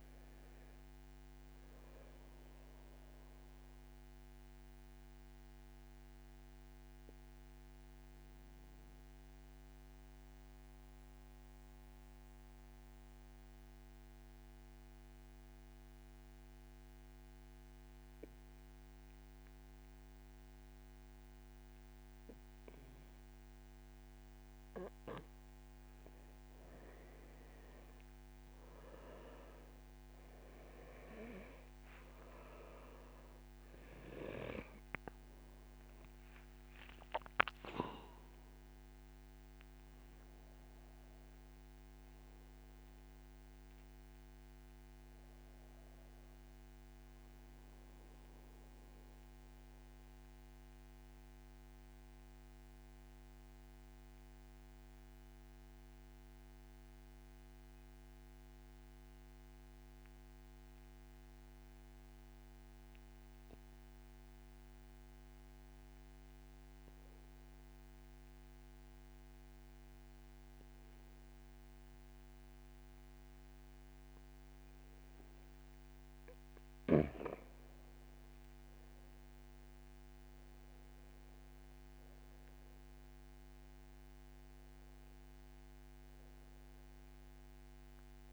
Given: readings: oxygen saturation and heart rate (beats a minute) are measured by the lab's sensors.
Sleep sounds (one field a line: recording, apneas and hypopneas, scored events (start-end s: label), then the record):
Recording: breathing in sleep by a microphone on the trachea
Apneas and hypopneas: 2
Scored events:
0.00-13.00 s: oxygen desaturation (device-marked, oxygen 88% lowest, heart rate 54 extreme)
5.50-25.00 s: mixed apnea (oxygen 94% before, 88% lowest, heart rate 56 before, 62 extreme)
30.00-54.00 s: oxygen desaturation (device-marked, oxygen 96% before, 89% lowest, heart rate 66 before, 58 extreme)
34.00-38.50 s: arousal
49.50-76.00 s: mixed apnea (oxygen 97% before, 87% lowest, heart rate 68 before, 54 extreme, up 2 after)
71.00-88.32 s: oxygen desaturation (device-marked, oxygen 96% before, 87% lowest, heart rate 61 before, 54 extreme)
78.50-82.00 s: arousal
From the record:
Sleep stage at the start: N2 (light sleep)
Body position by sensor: on the back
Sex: male